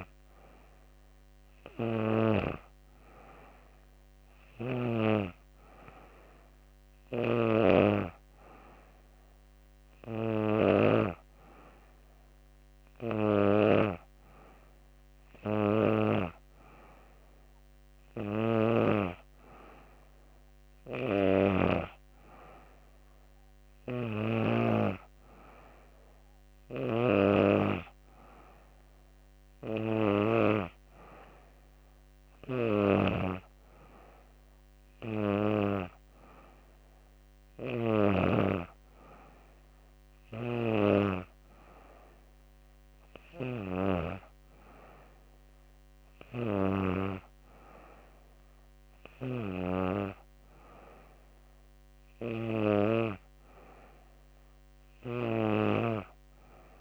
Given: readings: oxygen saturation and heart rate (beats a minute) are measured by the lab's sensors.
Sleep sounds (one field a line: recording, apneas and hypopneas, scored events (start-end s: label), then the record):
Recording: breathing in sleep by a microphone on the trachea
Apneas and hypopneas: none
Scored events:
none scored
From the record:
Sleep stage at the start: N2 (light sleep)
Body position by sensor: on the back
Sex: female